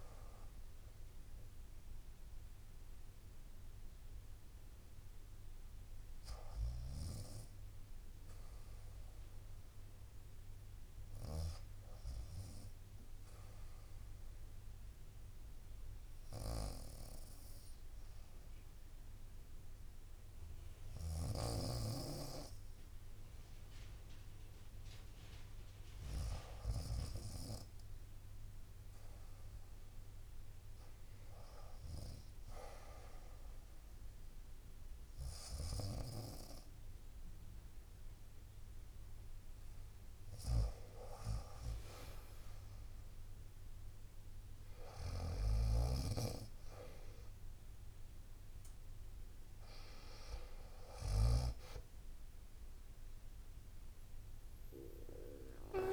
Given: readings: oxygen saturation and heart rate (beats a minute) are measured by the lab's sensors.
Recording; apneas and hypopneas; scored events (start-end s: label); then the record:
breathing in sleep by a room microphone; 1
2.00-6.00 s: arousal
7.00-18.00 s: oxygen desaturation (device-marked, oxygen 92% before, 87% lowest, heart rate 67 before, 63 extreme)
14.50-25.50 s: obstructive apnea (oxygen 92% before, 88% lowest, heart rate 66 before, 63 extreme, up 1 after)
40.00-44.50 s: arousal
44.50-51.00 s: snoring (device-marked)
From the record:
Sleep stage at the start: REM sleep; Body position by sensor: on the right side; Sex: female